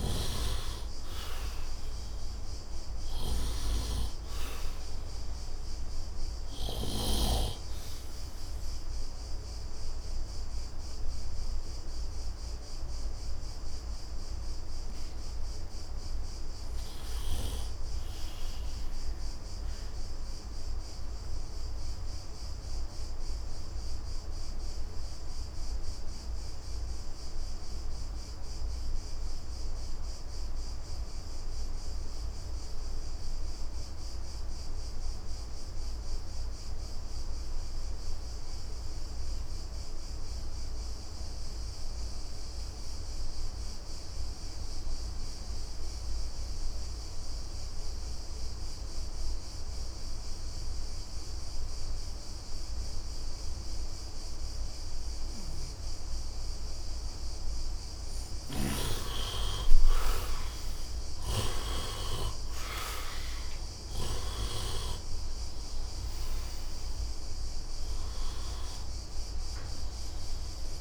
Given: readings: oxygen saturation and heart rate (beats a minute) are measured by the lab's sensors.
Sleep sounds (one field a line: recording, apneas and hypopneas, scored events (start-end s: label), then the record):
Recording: breathing in sleep by a room microphone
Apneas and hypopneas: 1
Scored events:
0.00-7.00 s: snoring (device-marked)
0.00-21.00 s: oxygen desaturation (device-marked, oxygen 80% lowest, heart rate 65 extreme)
8.50-57.50 s: obstructive apnea (oxygen 97% before, 73% lowest, heart rate 81 before, 65 extreme, up 9 after)
39.00-70.81 s: oxygen desaturation (device-marked, oxygen 98% before, 73% lowest, heart rate 71 before, 66 extreme)
58.00-61.50 s: snoring (device-marked)
60.00-64.50 s: arousal
From the record:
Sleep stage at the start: N2 (light sleep)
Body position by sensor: on the right side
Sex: male